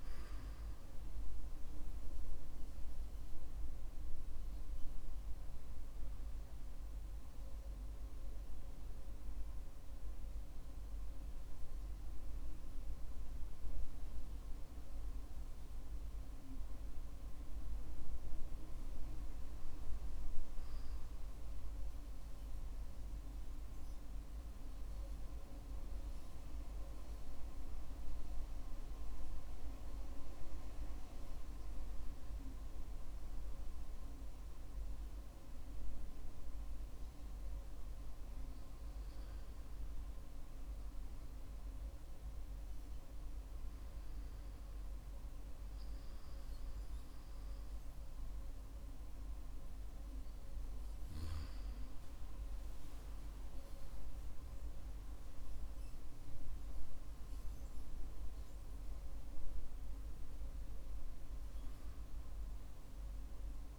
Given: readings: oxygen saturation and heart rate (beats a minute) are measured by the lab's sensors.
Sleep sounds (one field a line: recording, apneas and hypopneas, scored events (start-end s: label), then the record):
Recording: breathing in sleep, hard to hear, by a room microphone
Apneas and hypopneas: none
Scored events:
none scored
From the record:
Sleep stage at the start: N2 (light sleep)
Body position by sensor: on the back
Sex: male